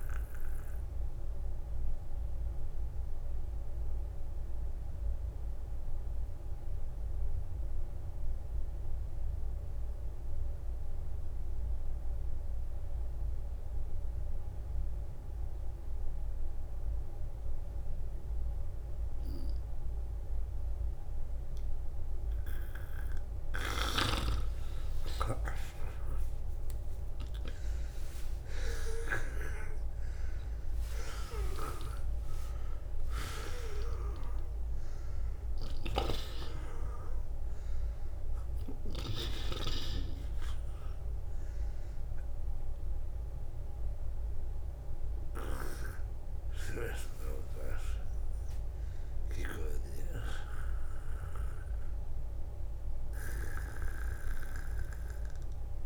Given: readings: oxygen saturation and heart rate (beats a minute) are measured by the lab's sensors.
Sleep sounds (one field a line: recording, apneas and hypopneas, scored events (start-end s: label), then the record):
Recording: breathing in sleep by a room microphone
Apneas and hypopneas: 1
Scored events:
0.00-9.50 s: oxygen desaturation (device-marked, oxygen 90% lowest, heart rate 41 extreme)
3.50-21.00 s: obstructive apnea (oxygen 97% before, 80% lowest, heart rate 51 before, 49 extreme, up 16 after)
28.00-34.50 s: arousal
29.50-46.50 s: oxygen desaturation (device-marked, oxygen 93% before, 89% lowest, heart rate 55 before, 50 extreme)
31.00-33.00 s: long interval between heartbeats (device-marked, heart rate 56 before, 84 extreme)
47.50-49.50 s: long interval between heartbeats (device-marked, heart rate 73 before, 71 extreme)
54.50-55.86 s: long interval between heartbeats (device-marked, heart rate 73 before, 68 extreme)
54.50-55.86 s: oxygen desaturation (device-marked, oxygen 91% before, 80% lowest, heart rate 73 before, 46 extreme)
From the record:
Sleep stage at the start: N2 (light sleep)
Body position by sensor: on the back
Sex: male